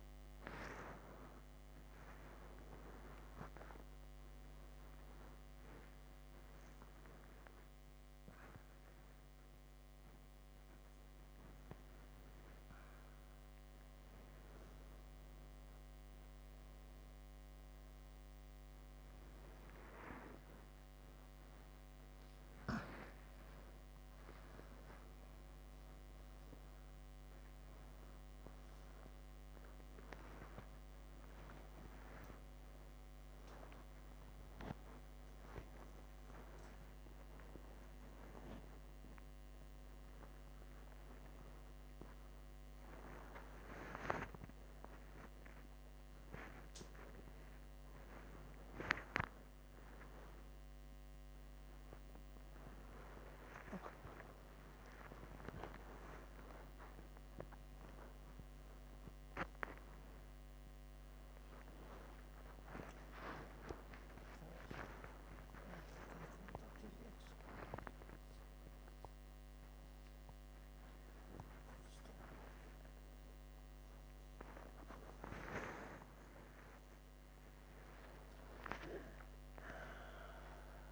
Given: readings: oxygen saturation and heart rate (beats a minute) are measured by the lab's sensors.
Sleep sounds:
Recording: a person awake in a sleep study, by a microphone on the trachea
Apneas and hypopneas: none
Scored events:
48.50-50.50 s: oxygen desaturation (device-marked, oxygen 96% before, 93% lowest, heart rate 95 before, 43 extreme)
From the record:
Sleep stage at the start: awake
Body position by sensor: upright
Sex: female

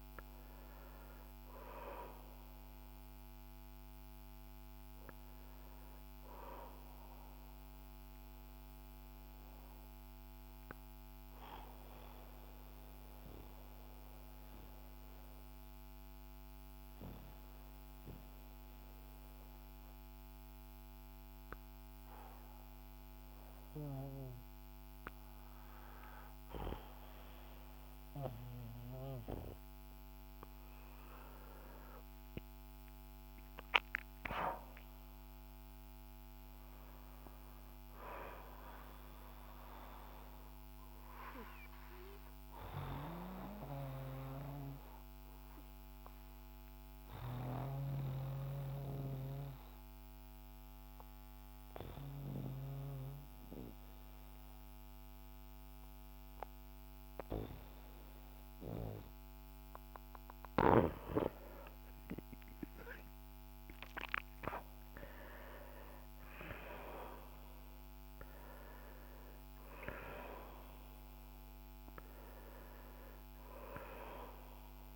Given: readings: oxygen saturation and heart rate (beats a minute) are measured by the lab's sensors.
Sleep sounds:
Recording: breathing in sleep by a microphone on the trachea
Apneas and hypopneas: 2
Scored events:
0.00-22.00 s: oxygen desaturation (device-marked, oxygen 88% lowest, heart rate 49 extreme)
8.50-33.50 s: obstructive apnea (oxygen 95% before, 88% lowest, heart rate 60 before, 50 extreme, up 6 after)
34.50-38.00 s: arousal
41.00-61.00 s: oxygen desaturation (device-marked, oxygen 96% before, 92% lowest, heart rate 60 before, 53 extreme)
42.50-58.50 s: obstructive apnea (oxygen 96% before, 89% lowest, heart rate 60 before, 53 extreme, up 6 after)
61.00-65.00 s: arousal
72.00-74.96 s: oxygen desaturation (device-marked, oxygen 94% before, 89% lowest, heart rate 58 before, 49 extreme)
From the record:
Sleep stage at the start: N2 (light sleep)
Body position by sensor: on the back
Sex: male

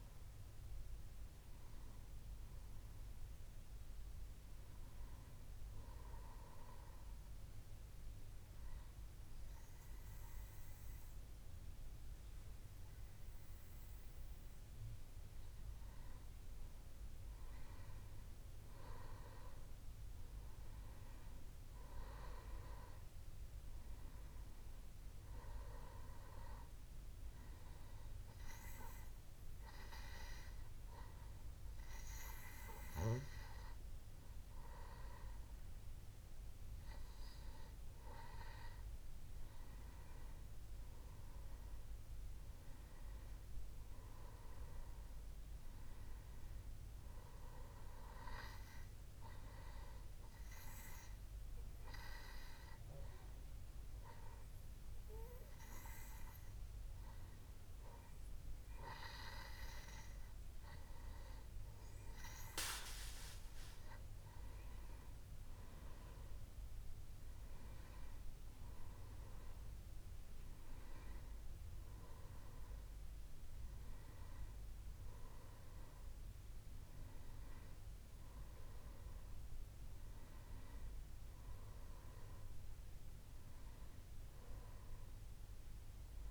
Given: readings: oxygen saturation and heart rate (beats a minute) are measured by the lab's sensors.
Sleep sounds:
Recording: breathing in sleep by a room microphone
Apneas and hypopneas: 3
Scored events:
0.00-1.00 s: oxygen desaturation (device-marked, oxygen 94% lowest, heart rate 62 extreme)
3.00-6.00 s: arousal
7.00-17.00 s: obstructive apnea (oxygen 97% before, 96% lowest, heart rate 71 before, 62 extreme, up 5 after)
14.00-44.00 s: new sleep stage, N2 (light sleep)
19.00-23.00 s: arousal
28.50-39.50 s: hypopnea (oxygen 98% before, 96% lowest, heart rate 64 before, 65 extreme, up 2 after)
41.50-45.50 s: arousal
44.00-74.00 s: new sleep stage, N1 (lightest sleep)
50.00-62.00 s: hypopnea (oxygen 98% before, 96% lowest, heart rate 67 before, 65 extreme, up 4 after)
74.00-86.31 s: new sleep stage, awake
From the record:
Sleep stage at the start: N1 (lightest sleep)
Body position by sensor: on the back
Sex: male

